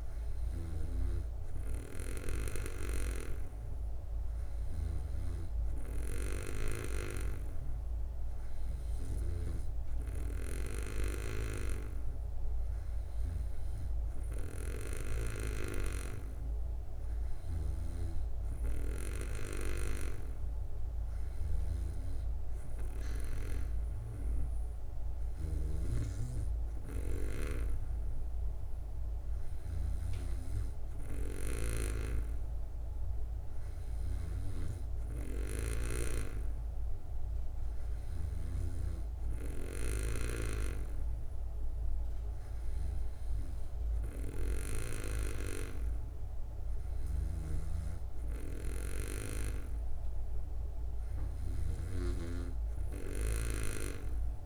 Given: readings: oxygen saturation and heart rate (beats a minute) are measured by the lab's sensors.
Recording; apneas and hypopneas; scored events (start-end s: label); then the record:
breathing in sleep by a room microphone; none
47.00-54.45 s: snoring (device-marked)
From the record:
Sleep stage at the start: N2 (light sleep); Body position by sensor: on the back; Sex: female